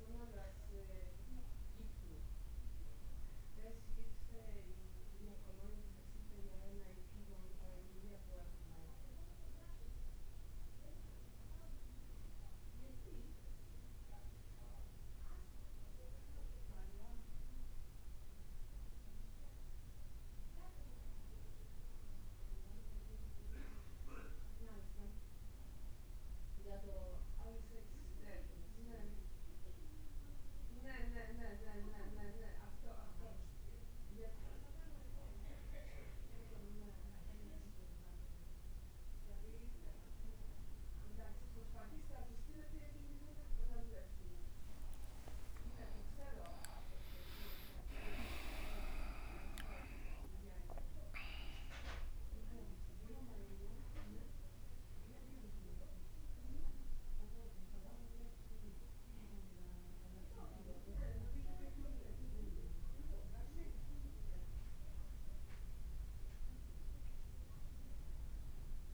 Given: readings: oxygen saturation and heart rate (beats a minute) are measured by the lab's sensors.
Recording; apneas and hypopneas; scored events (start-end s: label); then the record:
breathing in sleep by a room microphone; none
none scored
From the record:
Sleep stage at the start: N2 (light sleep); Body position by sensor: on the back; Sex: male